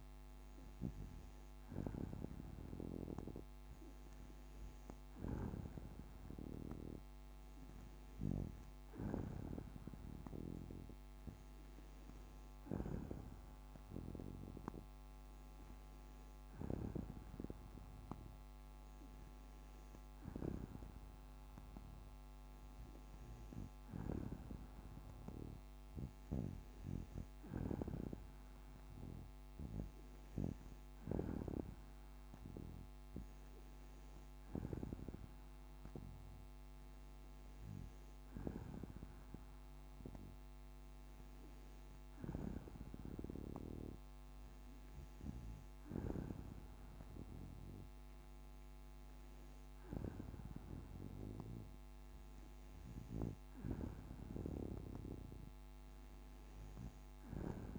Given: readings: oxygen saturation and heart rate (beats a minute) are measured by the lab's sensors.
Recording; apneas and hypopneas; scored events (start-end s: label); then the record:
breathing in sleep by a microphone on the trachea; none
none scored
From the record:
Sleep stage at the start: N2 (light sleep); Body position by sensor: on the back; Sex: female